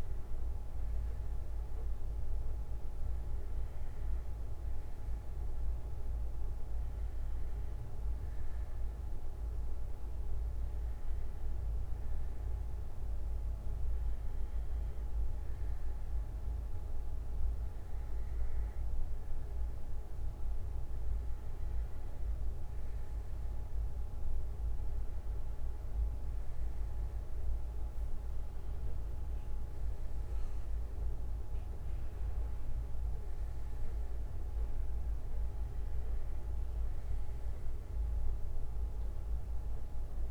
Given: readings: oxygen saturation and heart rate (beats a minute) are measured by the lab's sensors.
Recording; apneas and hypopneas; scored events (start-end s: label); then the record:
breathing in sleep, hard to hear, by a room microphone; none
35.50-38.50 s: bradycardia (device-marked, heart rate 63 before, 60 extreme)
From the record:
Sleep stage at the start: N2 (light sleep); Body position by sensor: on the back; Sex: male